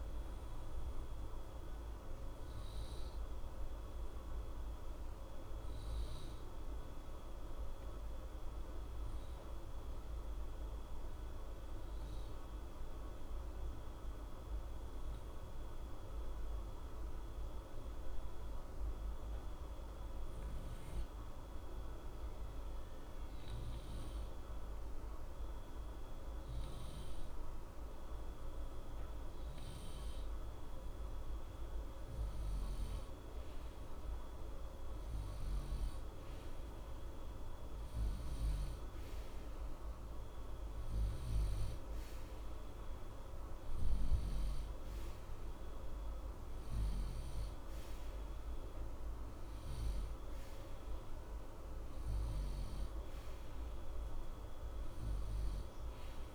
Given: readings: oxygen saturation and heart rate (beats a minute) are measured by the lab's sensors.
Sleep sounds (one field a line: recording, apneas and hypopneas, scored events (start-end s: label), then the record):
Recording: breathing in sleep, hard to hear, by a room microphone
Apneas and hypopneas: 1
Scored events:
0.00-8.00 s: oxygen desaturation (device-marked, oxygen 88% lowest, heart rate 60 extreme)
1.00-30.50 s: obstructive apnea (oxygen 95% before, 89% lowest, heart rate 60 before, 60 extreme, up 1 after)
31.00-56.34 s: oxygen desaturation (device-marked, oxygen 96% before, 89% lowest, heart rate 61 before, 60 extreme)
34.00-37.50 s: arousal
From the record:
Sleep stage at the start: N2 (light sleep)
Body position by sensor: on the right side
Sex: male